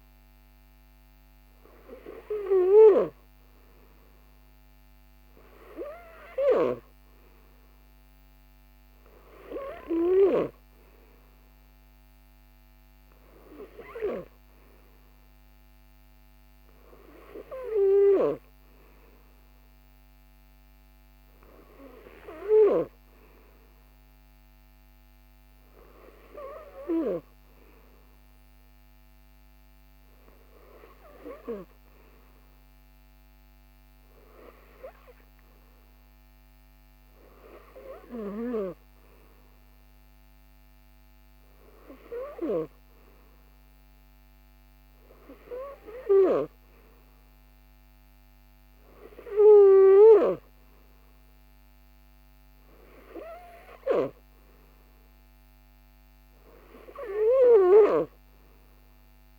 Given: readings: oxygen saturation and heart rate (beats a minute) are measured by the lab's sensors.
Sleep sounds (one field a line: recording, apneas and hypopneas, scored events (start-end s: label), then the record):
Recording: breathing in sleep by a microphone on the trachea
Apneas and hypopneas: none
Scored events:
none scored
From the record:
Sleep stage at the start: N3 (deep sleep)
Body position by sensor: on the right side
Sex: male